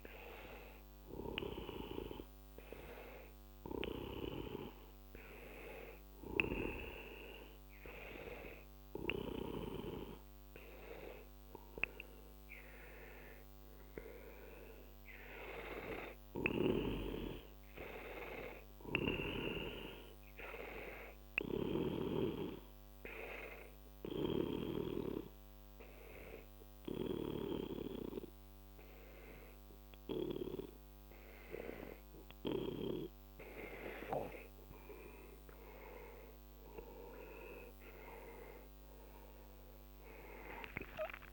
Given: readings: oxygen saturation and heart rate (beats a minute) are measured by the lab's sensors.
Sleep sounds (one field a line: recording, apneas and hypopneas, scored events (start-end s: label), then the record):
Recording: breathing in sleep by a microphone on the trachea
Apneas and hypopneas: 2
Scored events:
1.00-12.00 s: hypopnea (oxygen 98% before, 91% lowest, heart rate 86 before, 52 extreme, up 10 after)
13.00-16.00 s: arousal
19.00-34.00 s: obstructive apnea (oxygen 96% before, 91% lowest, heart rate 57 before, 49 extreme, up 27 after)
37.00-41.33 s: arousal
40.00-41.33 s: oxygen desaturation (device-marked, oxygen 94% before, 91% lowest, heart rate 58 before, 48 extreme)
From the record:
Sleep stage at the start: N2 (light sleep)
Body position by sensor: on the back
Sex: male